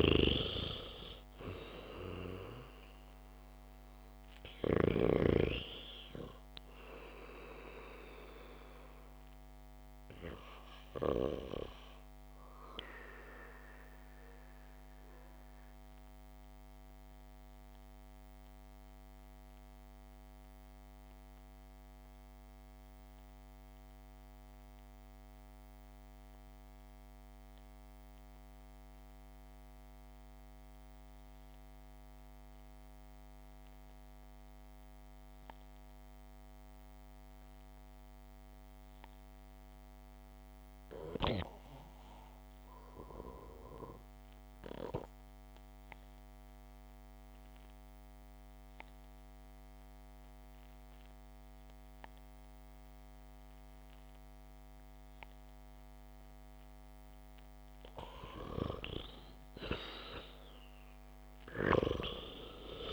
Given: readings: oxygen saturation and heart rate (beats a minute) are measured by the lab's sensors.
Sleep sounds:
breathing in sleep by a microphone on the trachea; 1
0.50-6.00 s: snoring (device-marked)
16.50-56.00 s: obstructive apnea (oxygen 98% before, 90% lowest, heart rate 60 before, 56 extreme, up 2 after)
20.00-27.00 s: oxygen desaturation (device-marked, oxygen 97% before, 92% lowest, heart rate 61 before, 59 extreme)
46.00-62.93 s: oxygen desaturation (device-marked, oxygen 98% before, 90% lowest, heart rate 67 before, 56 extreme)
60.00-62.93 s: arousal
From the record:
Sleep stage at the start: REM sleep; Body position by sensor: on the back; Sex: male

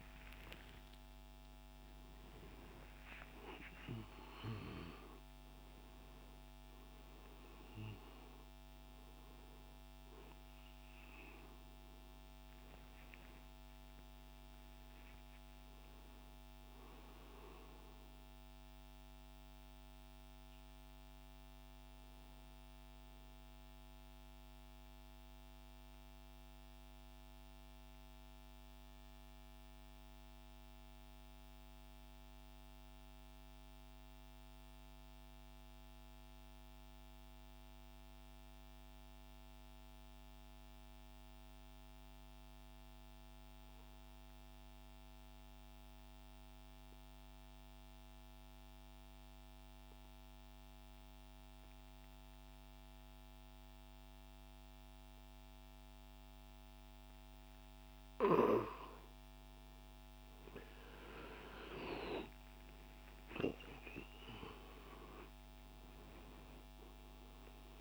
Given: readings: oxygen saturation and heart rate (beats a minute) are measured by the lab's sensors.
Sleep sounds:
breathing in sleep by a microphone on the trachea; 1
0.00-2.50 s: arousal
1.00-22.00 s: oxygen desaturation (device-marked, oxygen 97% before, 92% lowest, heart rate 114 before, 65 extreme)
22.50-58.00 s: mixed apnea (oxygen 98% before, 88% lowest, heart rate 90 before, 30 extreme)
42.00-67.81 s: oxygen desaturation (device-marked, oxygen 99% before, 88% lowest, heart rate 130 before, 30 extreme)
63.50-67.81 s: arousal
From the record:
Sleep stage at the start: N2 (light sleep); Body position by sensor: on the right side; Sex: male

